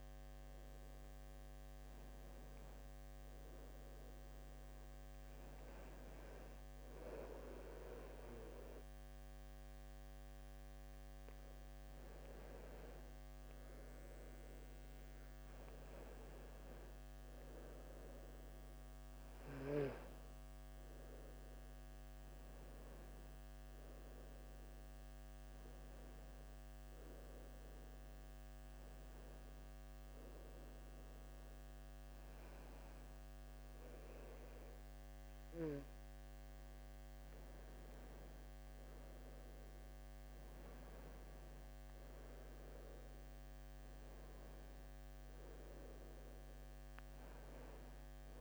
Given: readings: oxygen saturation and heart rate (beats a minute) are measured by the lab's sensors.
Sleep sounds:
breathing in sleep, hard to hear, by a microphone on the trachea; none
none scored
From the record:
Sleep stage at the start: N2 (light sleep); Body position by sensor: on the left side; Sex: male

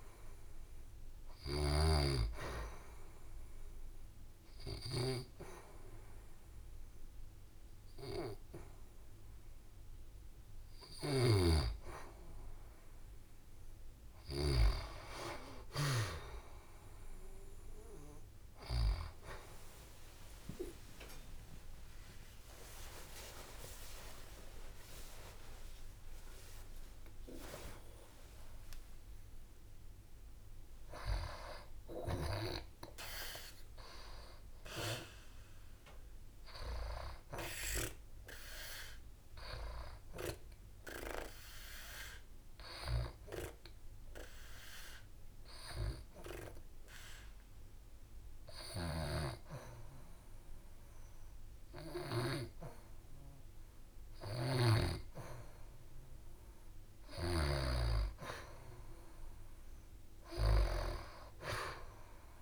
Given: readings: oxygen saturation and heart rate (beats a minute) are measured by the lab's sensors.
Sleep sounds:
breathing in sleep by a room microphone; 3
1.50-11.50 s: obstructive apnea (oxygen 93% before, 88% lowest, heart rate 71 before, 70 extreme, up 0 after)
19.50-30.00 s: obstructive apnea (oxygen 93% before, 88% lowest, heart rate 71 before, 66 extreme, up 7 after)
22.50-37.50 s: oxygen desaturation (device-marked, oxygen 93% before, 88% lowest, heart rate 72 before, 66 extreme)
33.50-37.50 s: arousal
41.50-54.50 s: hypopnea (oxygen 94% before, 90% lowest, heart rate 78 before, 66 extreme, up 3 after)
43.50-58.50 s: oxygen desaturation (device-marked, oxygen 96% before, 91% lowest, heart rate 78 before, 66 extreme)
58.50-62.42 s: arousal
From the record:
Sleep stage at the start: N2 (light sleep); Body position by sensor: on the back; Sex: female

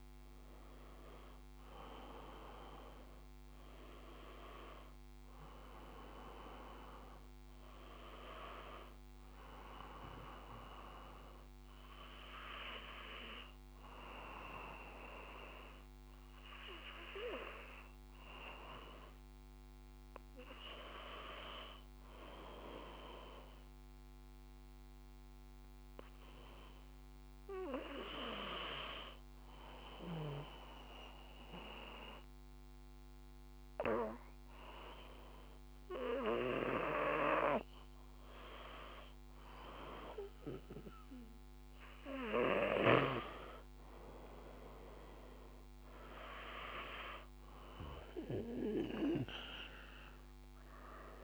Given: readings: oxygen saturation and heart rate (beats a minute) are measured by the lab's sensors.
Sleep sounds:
breathing in sleep by a microphone on the trachea; 1
28.00-38.50 s: obstructive apnea (oxygen 96% before, 93% lowest, heart rate 56 before, 53 extreme, up 1 after)
46.00-50.00 s: arousal
From the record:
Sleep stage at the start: N2 (light sleep); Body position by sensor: on the back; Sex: male

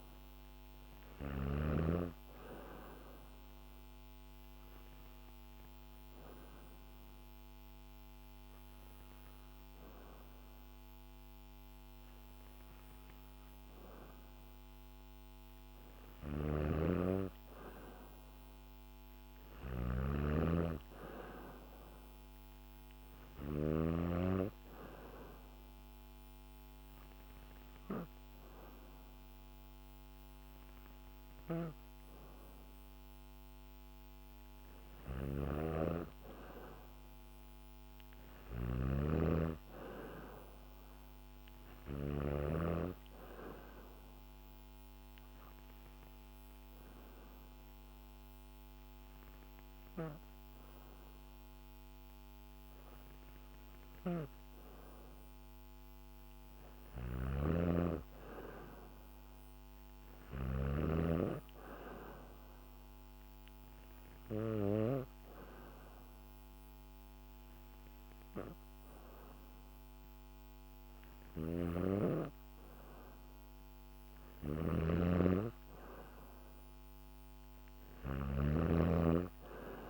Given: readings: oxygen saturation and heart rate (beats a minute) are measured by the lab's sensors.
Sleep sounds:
breathing in sleep by a microphone on the trachea; 4
0.00-1.00 s: snoring (device-marked)
3.50-14.50 s: hypopnea (oxygen 95% before, 92% lowest, heart rate 69 before, 67 extreme)
16.00-23.50 s: snoring (device-marked)
16.50-19.00 s: arousal
24.00-34.00 s: hypopnea (oxygen 95% before, 92% lowest, heart rate 70 before, 67 extreme, up 2 after)
34.50-41.50 s: snoring (device-marked)
38.50-42.00 s: arousal
43.50-53.50 s: hypopnea (oxygen 95% before, 92% lowest, heart rate 69 before, 67 extreme, up 3 after)
55.00-58.00 s: arousal
56.50-60.00 s: snoring (device-marked)
62.50-74.50 s: hypopnea (oxygen 95% before, 92% lowest, heart rate 69 before, 68 extreme, up 3 after)
70.50-79.90 s: snoring (device-marked)
77.50-79.90 s: arousal
From the record:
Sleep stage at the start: N2 (light sleep); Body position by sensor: on the back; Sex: female

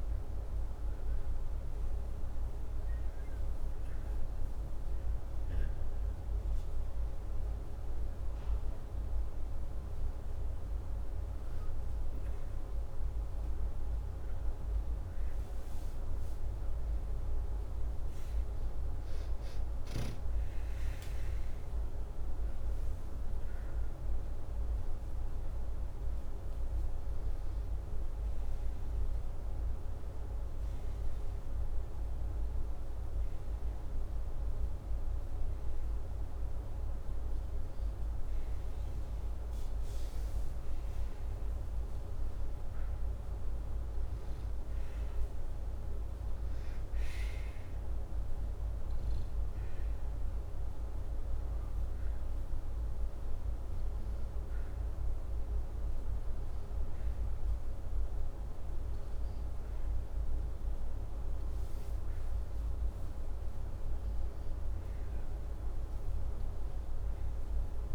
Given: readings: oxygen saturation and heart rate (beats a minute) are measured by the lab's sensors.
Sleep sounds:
breathing in sleep, hard to hear, by a room microphone; none
none scored
From the record:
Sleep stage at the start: N2 (light sleep); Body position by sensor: upright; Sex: male

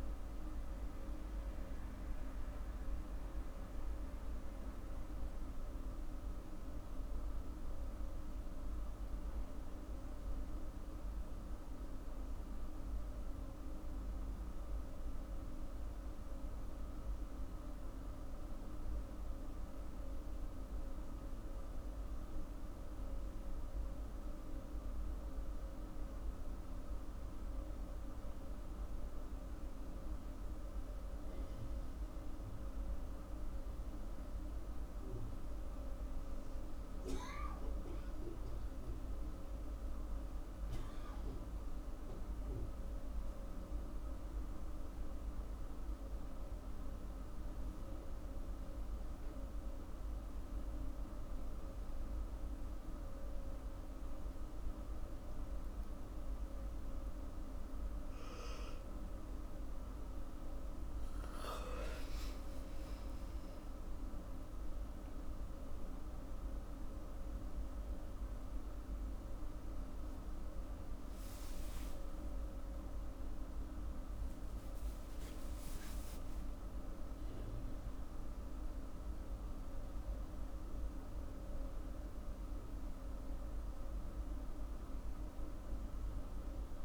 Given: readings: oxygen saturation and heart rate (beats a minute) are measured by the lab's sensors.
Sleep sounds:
breathing in sleep, hard to hear, by a room microphone; none
58.00-63.50 s: arousal
From the record:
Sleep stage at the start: N2 (light sleep); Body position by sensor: on the back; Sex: female

